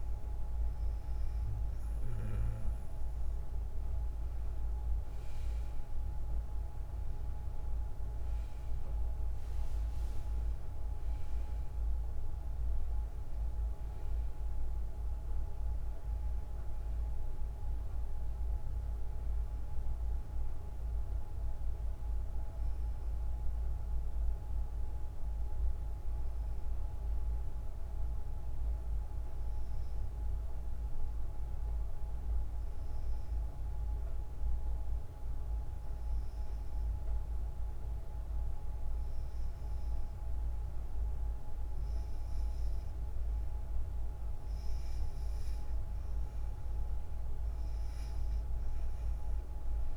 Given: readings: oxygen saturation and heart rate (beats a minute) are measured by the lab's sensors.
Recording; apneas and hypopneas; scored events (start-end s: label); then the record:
breathing in sleep, hard to hear, by a room microphone; 1
7.50-11.50 s: arousal
30.00-44.00 s: hypopnea (oxygen 96% before, 90% lowest, heart rate 62 before, 61 extreme, up 3 after)
42.50-49.97 s: oxygen desaturation (device-marked, oxygen 96% before, 90% lowest, heart rate 61 before, 56 extreme)
From the record:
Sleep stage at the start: N2 (light sleep); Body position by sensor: on the back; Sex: female